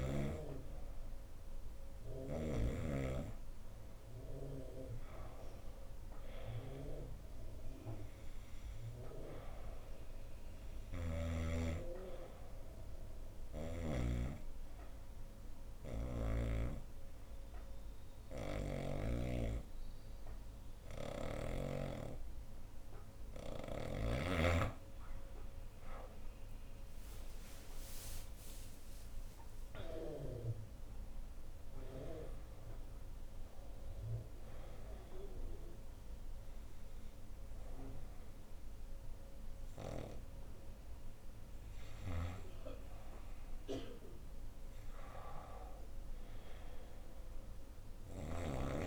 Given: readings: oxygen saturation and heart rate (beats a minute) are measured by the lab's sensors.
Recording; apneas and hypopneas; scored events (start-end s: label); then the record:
breathing in sleep by a room microphone; 1
14.50-24.50 s: obstructive apnea (oxygen 95% before, 89% lowest, heart rate 77 before, 66 extreme, up 11 after)
15.50-19.00 s: snoring (device-marked)
26.50-31.00 s: arousal
28.50-40.50 s: oxygen desaturation (device-marked, oxygen 94% before, 89% lowest, heart rate 78 before, 66 extreme)
From the record:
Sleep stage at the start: N2 (light sleep); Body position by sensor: on the right side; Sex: female